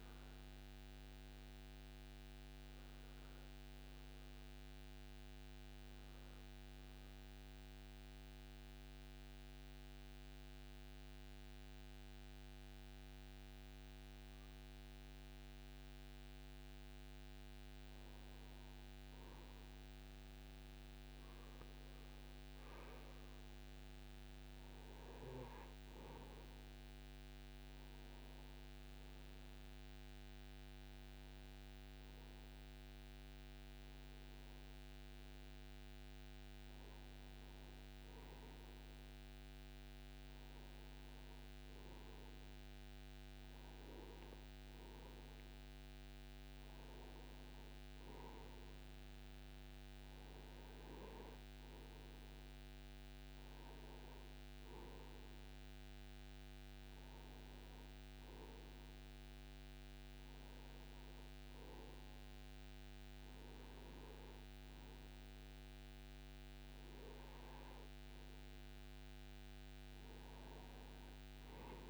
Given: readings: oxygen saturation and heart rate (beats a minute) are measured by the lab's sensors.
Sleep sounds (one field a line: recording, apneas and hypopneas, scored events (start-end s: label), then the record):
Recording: breathing in sleep, hard to hear, by a microphone on the trachea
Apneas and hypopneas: 1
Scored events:
8.00-19.00 s: obstructive apnea (oxygen 93% before, 90% lowest)
21.50-25.50 s: arousal
26.50-42.50 s: oxygen desaturation (device-marked, oxygen 95% before, 90% lowest)
From the record:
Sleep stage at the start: N2 (light sleep)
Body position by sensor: on the right side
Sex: male